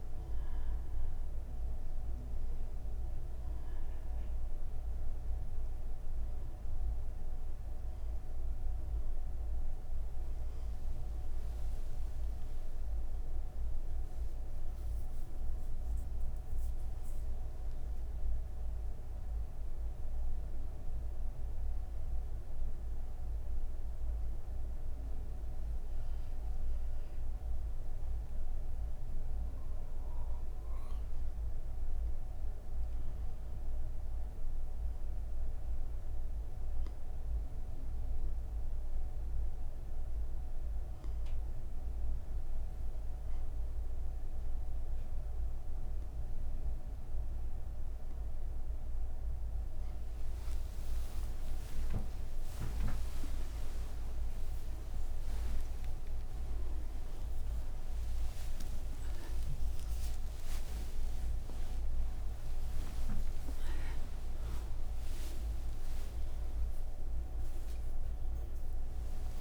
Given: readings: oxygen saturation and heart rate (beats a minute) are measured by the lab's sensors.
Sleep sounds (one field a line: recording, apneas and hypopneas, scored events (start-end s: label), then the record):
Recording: breathing in sleep, hard to hear, by a room microphone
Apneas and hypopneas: 1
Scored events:
8.00-23.00 s: oxygen desaturation (device-marked, oxygen 96% before, 92% lowest, heart rate 51 before, 36 extreme)
34.00-47.50 s: hypopnea (oxygen 95% before, 94% lowest, heart rate 49 before, 40 extreme, up 17 after)
From the record:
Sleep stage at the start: N3 (deep sleep)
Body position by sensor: on the back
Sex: female